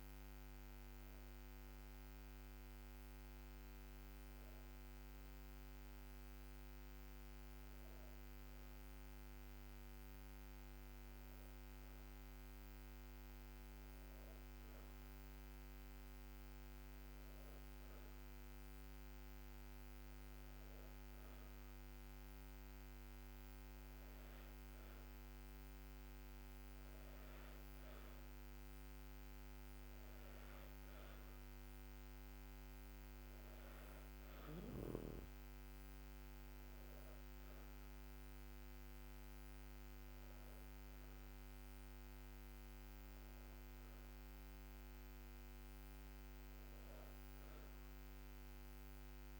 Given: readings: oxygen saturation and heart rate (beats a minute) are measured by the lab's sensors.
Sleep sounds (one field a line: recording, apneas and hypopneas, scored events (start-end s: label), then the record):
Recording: breathing in sleep, hard to hear, by a microphone on the trachea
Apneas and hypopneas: none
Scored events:
none scored
From the record:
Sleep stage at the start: N2 (light sleep)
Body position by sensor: on the back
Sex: female